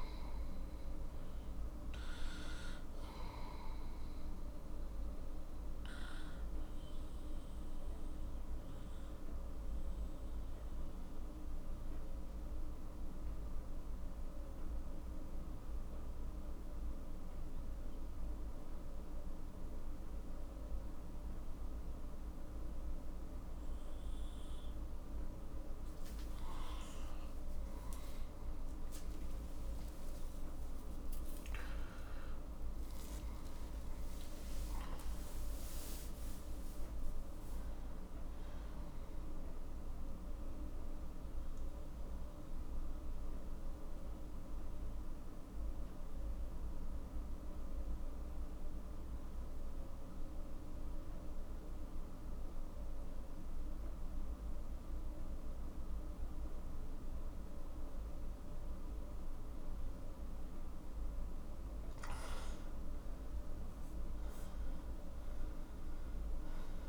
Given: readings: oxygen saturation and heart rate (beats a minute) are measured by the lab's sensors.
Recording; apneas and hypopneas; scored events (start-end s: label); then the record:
breathing in sleep, hard to hear, by a room microphone; 2
0.00-15.00 s: oxygen desaturation (device-marked, oxygen 91% lowest, heart rate 39 extreme)
4.50-26.00 s: obstructive apnea (oxygen 98% before, 91% lowest, heart rate 52 before, 39 extreme, up 17 after)
28.00-32.50 s: arousal
39.00-60.50 s: obstructive apnea (oxygen 98% before, 91% lowest, heart rate 54 before, 40 extreme, up 17 after)
63.00-66.89 s: arousal
From the record:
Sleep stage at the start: N2 (light sleep); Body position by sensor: on the back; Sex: male